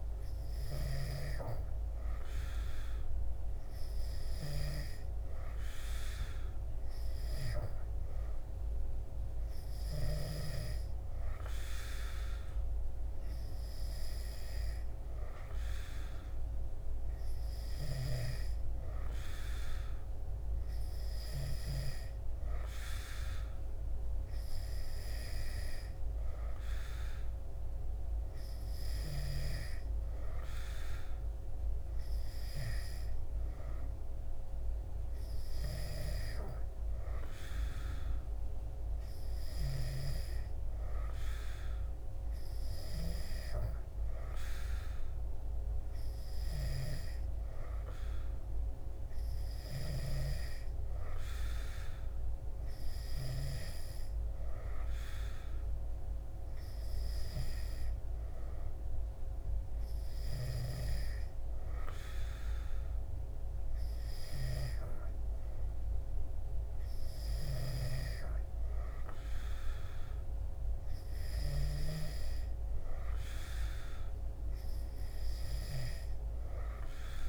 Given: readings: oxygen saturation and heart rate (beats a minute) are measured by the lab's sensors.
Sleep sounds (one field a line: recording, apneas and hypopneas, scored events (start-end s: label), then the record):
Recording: breathing in sleep by a room microphone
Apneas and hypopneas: none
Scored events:
none scored
From the record:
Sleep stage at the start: N3 (deep sleep)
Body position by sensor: on the back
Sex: male